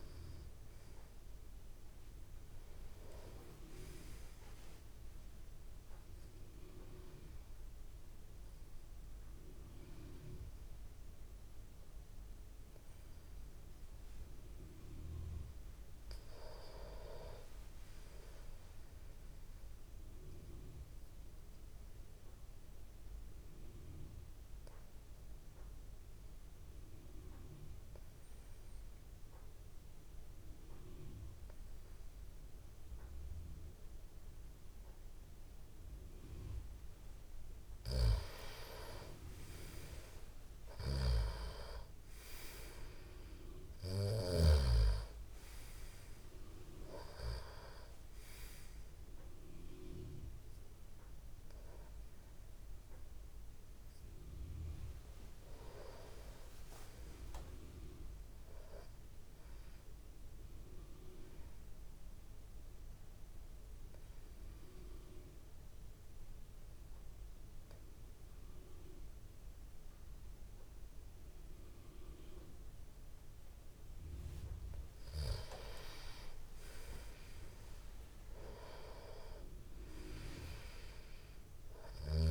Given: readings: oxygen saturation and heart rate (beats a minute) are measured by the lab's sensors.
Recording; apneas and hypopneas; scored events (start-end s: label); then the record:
breathing in sleep by a room microphone; 3
2.00-16.00 s: oxygen desaturation (device-marked, oxygen 96% before, 92% lowest)
5.50-15.50 s: obstructive apnea (oxygen 98% before, 88% lowest)
17.50-20.50 s: arousal
23.50-38.00 s: obstructive apnea (oxygen 97% before, 88% lowest)
38.00-44.50 s: snoring (device-marked)
39.00-42.50 s: arousal
43.00-65.00 s: oxygen desaturation (device-marked, oxygen 95% before, 88% lowest)
61.00-74.50 s: obstructive apnea (oxygen 95% before, 90% lowest)
76.00-78.50 s: arousal
81.00-82.31 s: new sleep stage, awake
From the record:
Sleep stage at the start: N2 (light sleep); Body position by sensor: on the back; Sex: male